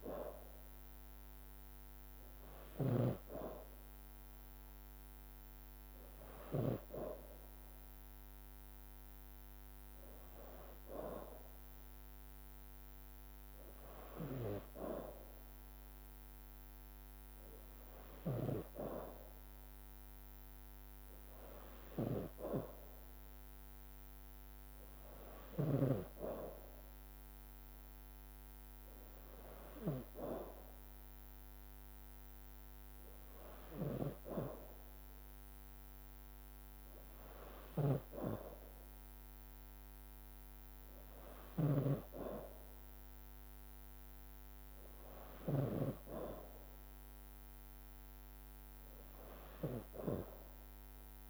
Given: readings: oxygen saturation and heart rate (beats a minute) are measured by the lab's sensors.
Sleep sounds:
breathing in sleep by a microphone on the trachea; none
37.50-46.00 s: snoring (device-marked)
From the record:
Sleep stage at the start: N2 (light sleep); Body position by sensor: on the back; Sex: female

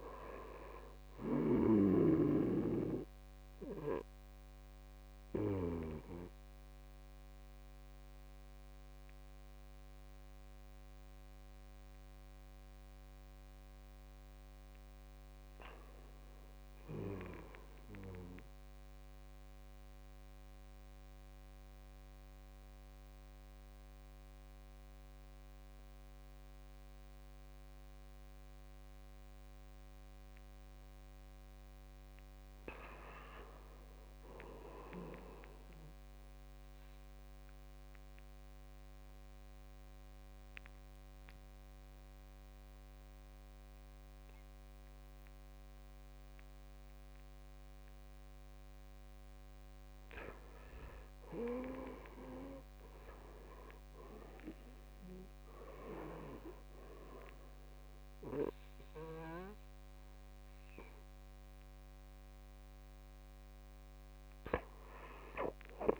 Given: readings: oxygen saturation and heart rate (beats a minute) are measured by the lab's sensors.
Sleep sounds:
breathing in sleep by a microphone on the trachea; 3
0.00-11.50 s: oxygen desaturation (device-marked, oxygen 85% lowest, heart rate 55 extreme)
1.50-13.00 s: obstructive apnea (oxygen 96% before, 85% lowest, heart rate 65 before, 55 extreme, up 6 after)
15.00-17.50 s: arousal
20.00-31.00 s: obstructive apnea (oxygen 98% before, 88% lowest, heart rate 60 before, 57 extreme, up 8 after)
24.50-50.50 s: oxygen desaturation (device-marked, oxygen 98% before, 88% lowest, heart rate 58 before, 58 extreme)
32.00-34.00 s: arousal
36.00-48.50 s: obstructive apnea (oxygen 98% before, 88% lowest, heart rate 59 before, 58 extreme, up 8 after)
51.50-54.50 s: arousal
61.50-66.00 s: oxygen desaturation (device-marked, oxygen 95% before, 88% lowest, heart rate 63 before, 54 extreme)
From the record:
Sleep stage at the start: N2 (light sleep); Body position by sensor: on the back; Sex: male

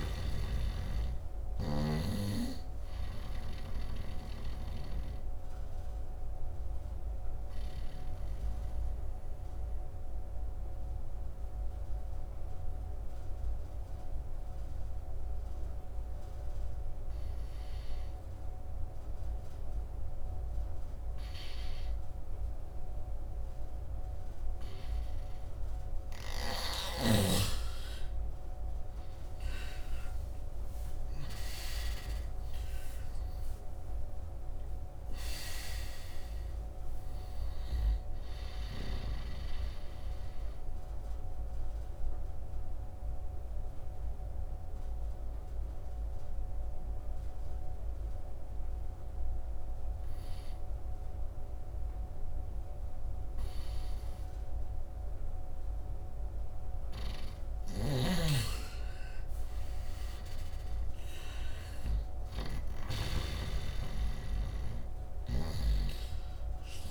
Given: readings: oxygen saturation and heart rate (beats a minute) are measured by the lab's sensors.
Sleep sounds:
breathing in sleep by a room microphone; 2
0.00-3.50 s: snoring (device-marked)
0.00-19.00 s: oxygen desaturation (device-marked, oxygen 84% lowest, heart rate 69 extreme)
4.50-25.00 s: obstructive apnea (oxygen 98% before, 84% lowest, heart rate 76 before, 69 extreme, up 15 after)
27.00-31.50 s: arousal
28.00-57.00 s: oxygen desaturation (device-marked, oxygen 100% before, 85% lowest, heart rate 73 before, 70 extreme)
40.00-56.00 s: obstructive apnea (oxygen 100% before, 85% lowest, heart rate 79 before, 70 extreme, up 9 after)
57.00-63.00 s: snoring (device-marked)
58.50-62.50 s: arousal
64.00-66.91 s: oxygen desaturation (device-marked, oxygen 100% before, 88% lowest, heart rate 73 before, 70 extreme)
From the record:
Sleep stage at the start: N2 (light sleep); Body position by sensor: on the right side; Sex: male

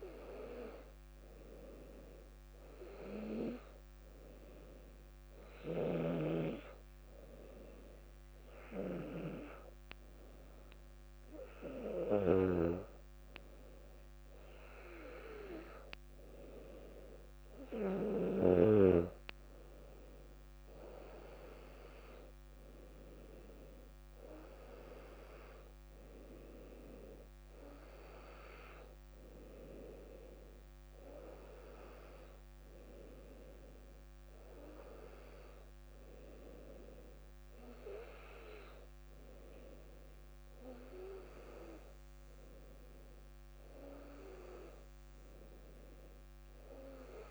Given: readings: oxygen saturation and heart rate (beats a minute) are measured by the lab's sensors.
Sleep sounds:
breathing in sleep by a microphone on the trachea; none
none scored
From the record:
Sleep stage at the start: N2 (light sleep); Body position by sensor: on the back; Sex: female

